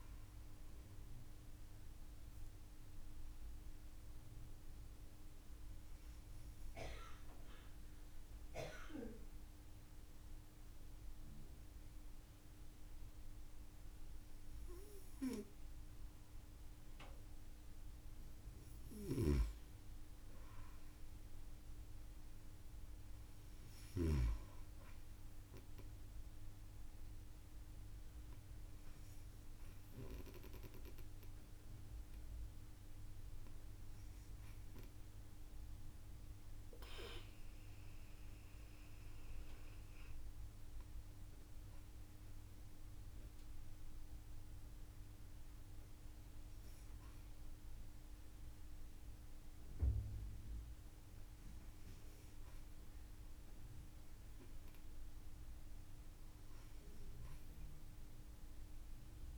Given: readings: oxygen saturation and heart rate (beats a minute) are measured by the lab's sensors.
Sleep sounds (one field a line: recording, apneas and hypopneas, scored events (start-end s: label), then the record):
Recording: breathing in sleep by a room microphone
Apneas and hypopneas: 2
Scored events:
2.00-17.00 s: obstructive apnea (oxygen 95% before, 93% lowest)
18.50-24.00 s: snoring (device-marked)
19.00-23.50 s: arousal
28.00-40.50 s: hypopnea (oxygen 95% before, 93% lowest)
42.50-45.50 s: arousal
From the record:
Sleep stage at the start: N2 (light sleep)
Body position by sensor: on the right side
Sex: female